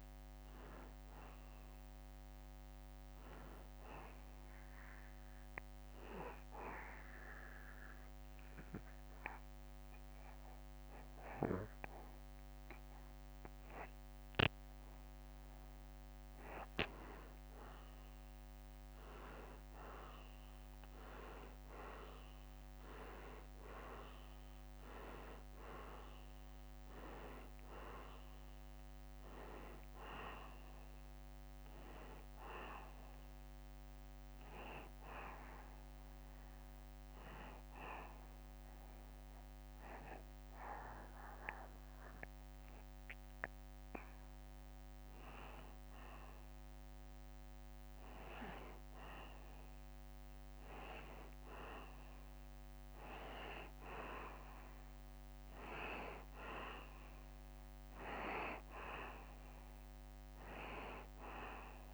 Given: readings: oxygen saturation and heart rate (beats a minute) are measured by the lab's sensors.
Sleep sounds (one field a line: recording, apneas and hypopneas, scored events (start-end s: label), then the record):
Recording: breathing in sleep by a microphone on the trachea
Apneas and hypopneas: 2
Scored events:
0.00-1.50 s: oxygen desaturation (device-marked, oxygen 91% lowest, heart rate 72 extreme)
1.00-3.50 s: arousal
6.00-17.00 s: obstructive apnea (oxygen 95% before, 89% lowest, heart rate 77 before, 72 extreme, up 3 after)
21.00-25.00 s: arousal
21.50-42.50 s: oxygen desaturation (device-marked, oxygen 95% before, 89% lowest, heart rate 74 before, 71 extreme)
36.00-46.00 s: obstructive apnea (oxygen 95% before, 90% lowest, heart rate 75 before, 71 extreme, up 0 after)
50.50-55.00 s: arousal
From the record:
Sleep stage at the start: N2 (light sleep)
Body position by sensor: on the back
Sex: male